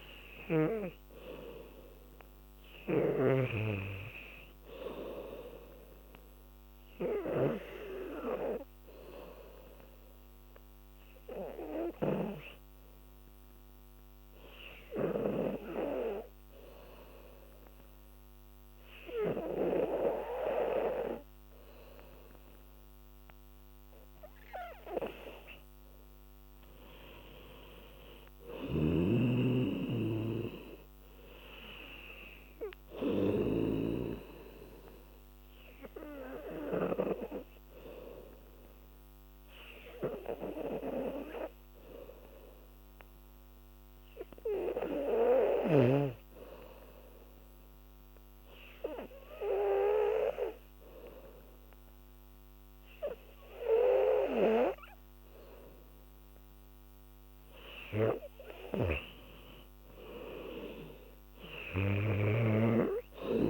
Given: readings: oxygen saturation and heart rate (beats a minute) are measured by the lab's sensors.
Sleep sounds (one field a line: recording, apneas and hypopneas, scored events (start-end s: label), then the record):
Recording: breathing in sleep by a microphone on the trachea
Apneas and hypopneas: 2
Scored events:
10.00-25.00 s: obstructive apnea (oxygen 97% before, 91% lowest, heart rate 82 before, 76 extreme, up 2 after)
26.50-30.50 s: arousal
27.00-45.00 s: oxygen desaturation (device-marked, oxygen 98% before, 92% lowest, heart rate 80 before, 76 extreme)
28.50-34.00 s: snoring (device-marked)
35.50-54.50 s: obstructive apnea (oxygen 98% before, 91% lowest, heart rate 79 before, 76 extreme, up 2 after)
56.50-60.00 s: arousal
58.00-63.50 s: oxygen desaturation (device-marked, oxygen 97% before, 91% lowest, heart rate 81 before, 71 extreme)
From the record:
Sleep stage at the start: N2 (light sleep)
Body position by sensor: on the back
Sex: female